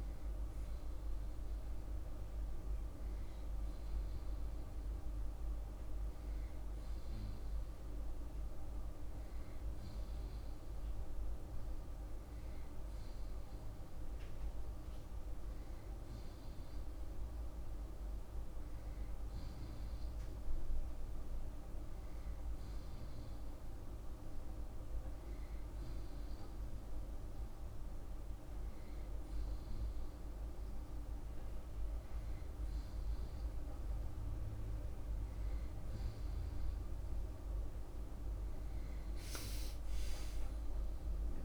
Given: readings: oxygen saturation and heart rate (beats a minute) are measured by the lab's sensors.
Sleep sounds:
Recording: breathing in sleep, hard to hear, by a room microphone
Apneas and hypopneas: none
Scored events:
none scored
From the record:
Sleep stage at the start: N1 (lightest sleep)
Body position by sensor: on the back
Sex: male

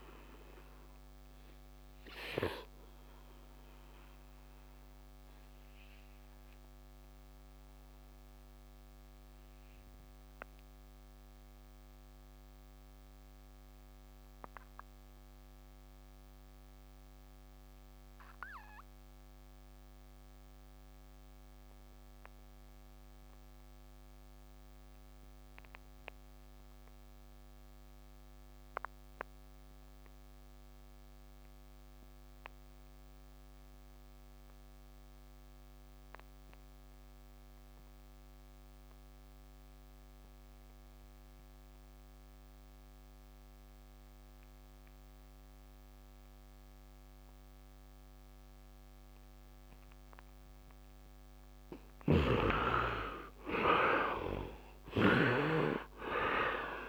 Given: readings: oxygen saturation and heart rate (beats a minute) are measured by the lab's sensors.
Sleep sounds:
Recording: breathing in sleep by a microphone on the trachea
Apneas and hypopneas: 1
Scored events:
0.00-12.00 s: oxygen desaturation (device-marked, oxygen 64% lowest, heart rate 71 extreme)
0.50-51.00 s: obstructive apnea (oxygen 84% before, 54% lowest, heart rate 88 before, 61 extreme, up 28 after)
18.00-56.89 s: oxygen desaturation (device-marked, oxygen 99% before, 54% lowest, heart rate 75 before, 61 extreme)
51.50-55.00 s: snoring (device-marked)
53.00-56.89 s: arousal
From the record:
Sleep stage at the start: N2 (light sleep)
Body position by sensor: on the right side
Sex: male

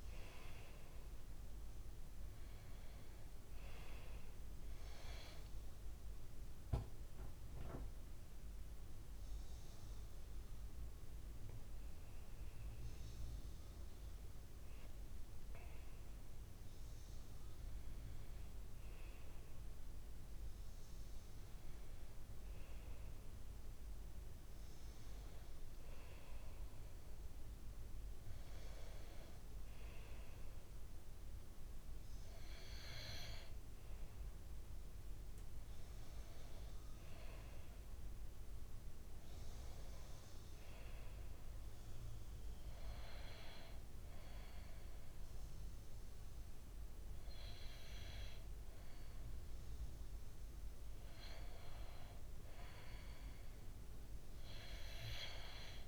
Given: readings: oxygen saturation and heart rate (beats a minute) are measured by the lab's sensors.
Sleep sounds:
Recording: breathing in sleep by a room microphone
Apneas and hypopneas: 1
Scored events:
0.00-3.00 s: oxygen desaturation (device-marked, oxygen 95% lowest, heart rate 68 extreme)
4.00-14.00 s: hypopnea (oxygen 99% before, 95% lowest, heart rate 70 before, 69 extreme, up 7 after)
6.00-55.87 s: new sleep stage, N2 (light sleep)
16.50-21.50 s: arousal
From the record:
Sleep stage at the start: N1 (lightest sleep)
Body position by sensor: on the back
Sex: male

